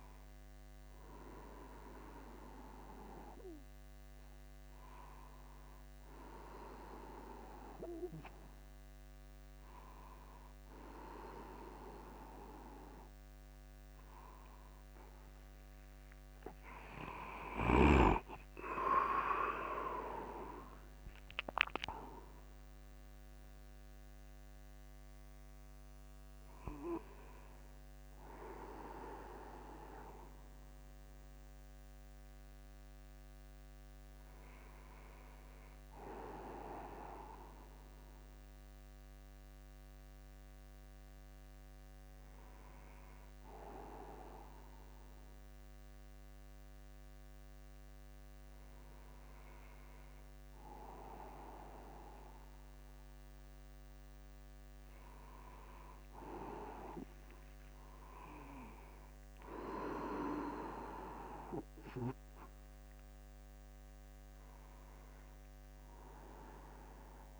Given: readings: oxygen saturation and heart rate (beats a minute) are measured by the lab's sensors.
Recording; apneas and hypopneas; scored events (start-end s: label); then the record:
a person awake in a sleep study, by a microphone on the trachea; none
17.00-19.00 s: long interval between heartbeats (device-marked, heart rate 53 before, 60 extreme)
21.00-23.00 s: long interval between heartbeats (device-marked, heart rate 54 before, 45 extreme)
58.50-60.50 s: long interval between heartbeats (device-marked, heart rate 53 before, 61 extreme)
From the record:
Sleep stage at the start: awake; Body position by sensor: upright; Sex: male